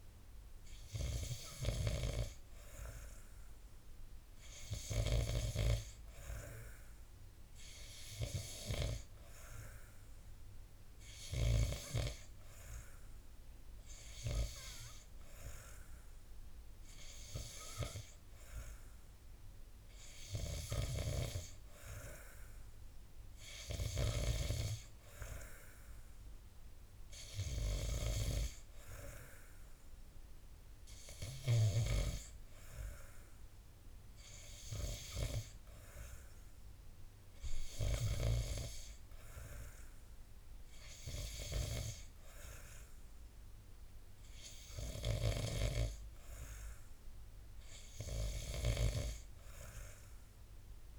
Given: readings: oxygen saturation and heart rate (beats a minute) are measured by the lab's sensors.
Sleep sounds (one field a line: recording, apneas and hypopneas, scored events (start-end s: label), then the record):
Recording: breathing in sleep by a room microphone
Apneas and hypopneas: none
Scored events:
none scored
From the record:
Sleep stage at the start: N2 (light sleep)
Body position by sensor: on the back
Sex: male